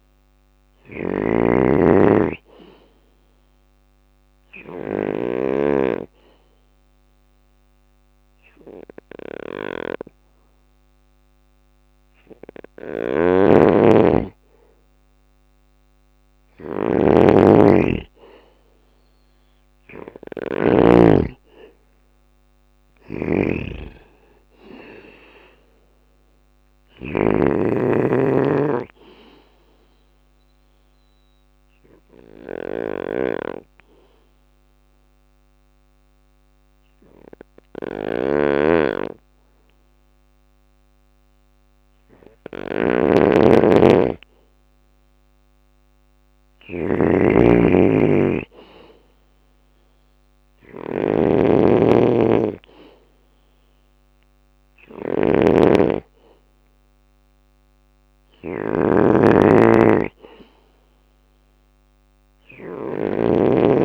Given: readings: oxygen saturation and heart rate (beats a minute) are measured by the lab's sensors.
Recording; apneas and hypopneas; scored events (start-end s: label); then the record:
breathing in sleep by a microphone on the trachea; 2
0.00-4.00 s: snoring (device-marked)
1.00-18.00 s: oxygen desaturation (device-marked, oxygen 97% before, 94% lowest, heart rate 59 before, 58 extreme)
2.50-13.00 s: obstructive apnea (oxygen 98% before, 94% lowest, heart rate 59 before, 58 extreme, up 5 after)
4.00-10.00 s: bradycardia (device-marked, heart rate 61 before, 58 extreme)
11.50-63.85 s: snoring (device-marked)
18.50-23.00 s: arousal
28.00-36.00 s: bradycardia (device-marked, heart rate 61 before, 58 extreme)
29.00-41.50 s: obstructive apnea (oxygen 97% before, 93% lowest, heart rate 62 before, 58 extreme, up 4 after)
43.00-46.50 s: arousal
From the record:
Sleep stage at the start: N2 (light sleep); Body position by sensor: on the back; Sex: male